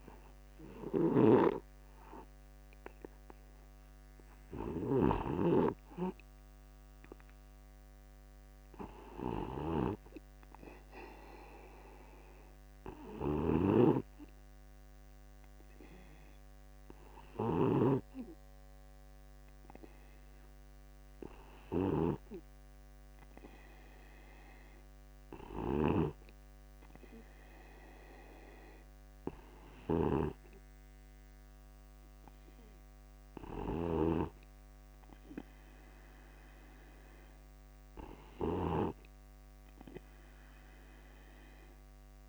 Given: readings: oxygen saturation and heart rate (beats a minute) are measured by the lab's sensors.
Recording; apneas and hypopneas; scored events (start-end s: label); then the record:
breathing in sleep by a microphone on the trachea; none
0.00-6.00 s: snoring (device-marked)
11.50-13.50 s: long interval between heartbeats (device-marked, heart rate 53 before, 70 extreme)
14.00-18.50 s: snoring (device-marked)
34.50-39.50 s: snoring (device-marked)
From the record:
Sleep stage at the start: N2 (light sleep); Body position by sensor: upright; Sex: male